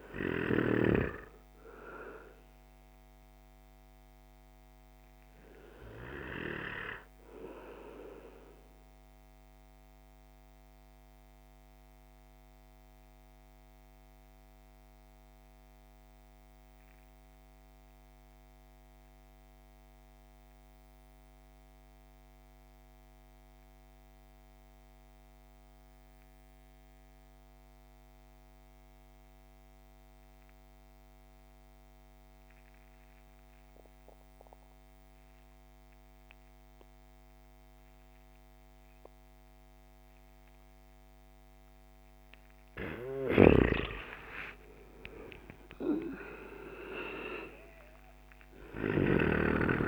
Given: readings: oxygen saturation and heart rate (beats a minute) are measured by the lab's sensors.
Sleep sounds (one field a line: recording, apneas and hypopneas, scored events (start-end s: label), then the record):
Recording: breathing in sleep by a microphone on the trachea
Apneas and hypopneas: 1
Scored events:
0.00-29.50 s: oxygen desaturation (device-marked, oxygen 83% lowest)
10.00-41.00 s: mixed apnea (oxygen 98% before, 80% lowest)
31.50-49.88 s: oxygen desaturation (device-marked, oxygen 99% before, 80% lowest)
43.00-47.50 s: arousal
From the record:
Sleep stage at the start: N2 (light sleep)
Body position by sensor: on the back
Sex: male